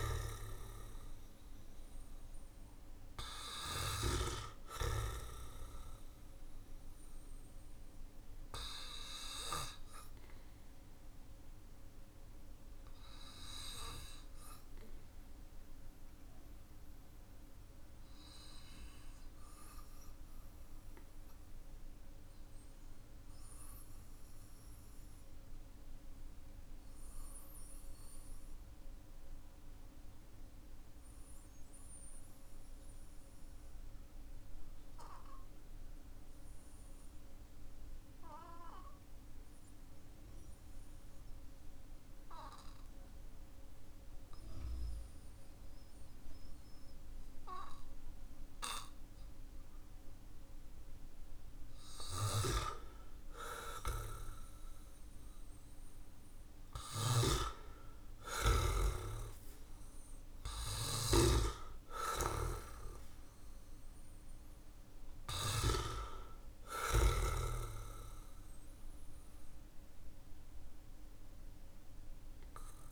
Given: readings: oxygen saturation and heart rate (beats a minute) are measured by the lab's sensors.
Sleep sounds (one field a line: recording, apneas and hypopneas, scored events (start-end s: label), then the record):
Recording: breathing in sleep by a room microphone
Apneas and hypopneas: 1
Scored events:
0.00-3.50 s: snoring (device-marked)
0.00-31.50 s: oxygen desaturation (device-marked, oxygen 93% lowest, heart rate 46 extreme)
17.00-51.50 s: mixed apnea (oxygen 98% before, 91% lowest, heart rate 49 before, 42 extreme, up 6 after)
53.00-66.50 s: snoring (device-marked)
56.50-61.00 s: arousal
62.50-72.92 s: oxygen desaturation (device-marked, oxygen 97% before, 91% lowest, heart rate 55 before, 42 extreme)
From the record:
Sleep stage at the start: N2 (light sleep)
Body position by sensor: on the back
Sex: male